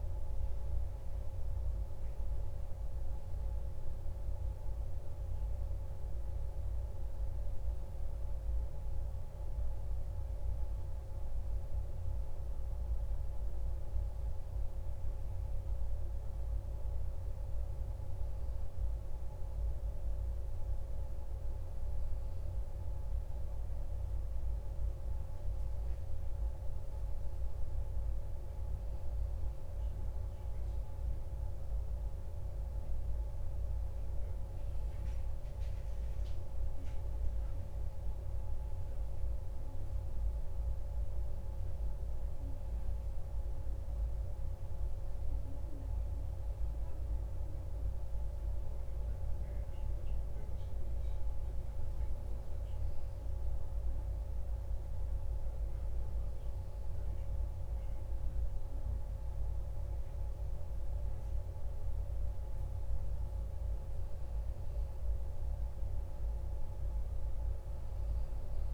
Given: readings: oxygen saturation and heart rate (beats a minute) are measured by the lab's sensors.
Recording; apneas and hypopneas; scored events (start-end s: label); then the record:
breathing in sleep, hard to hear, by a room microphone; none
none scored
From the record:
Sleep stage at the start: N1 (lightest sleep); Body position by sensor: on the back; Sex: male